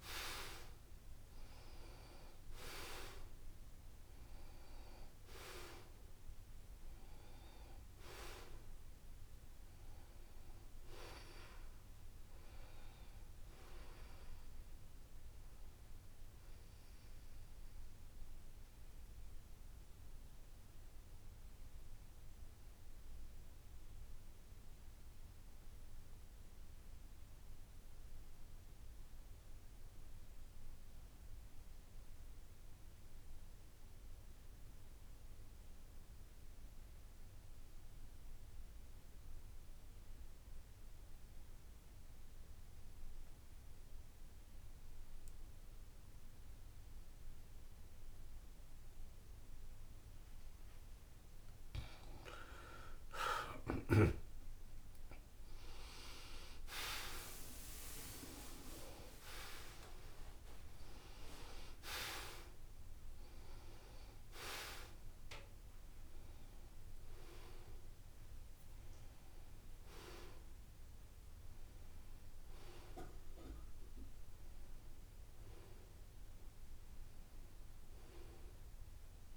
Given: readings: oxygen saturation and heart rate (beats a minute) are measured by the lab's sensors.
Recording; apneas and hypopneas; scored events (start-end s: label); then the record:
breathing in sleep by a room microphone; 1
0.00-18.00 s: oxygen desaturation (device-marked, oxygen 81% lowest, heart rate 66 extreme)
19.00-52.00 s: mixed apnea (oxygen 96% before, 82% lowest, heart rate 72 before, 66 extreme, up 7 after)
39.00-77.00 s: oxygen desaturation (device-marked, oxygen 96% before, 82% lowest, heart rate 68 before, 68 extreme)
53.50-57.00 s: arousal
From the record:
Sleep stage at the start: N2 (light sleep); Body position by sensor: on the back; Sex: male